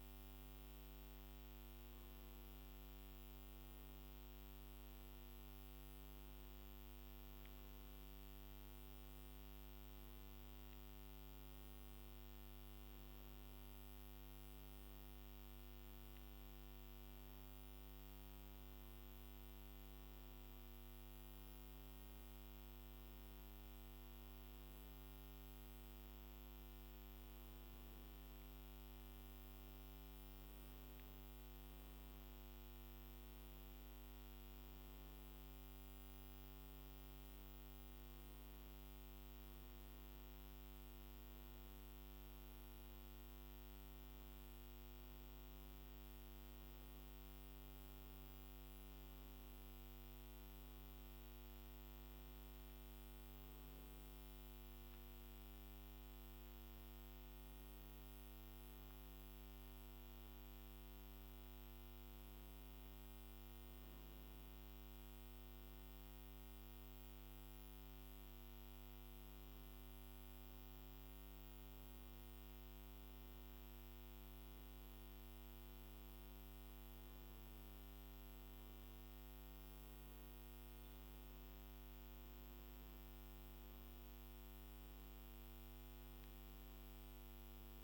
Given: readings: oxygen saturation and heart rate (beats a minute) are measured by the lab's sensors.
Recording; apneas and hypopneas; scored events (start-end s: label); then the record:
a person awake in a sleep study, hard to hear, by a microphone on the trachea; none
none scored
From the record:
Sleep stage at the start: awake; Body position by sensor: on the back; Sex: male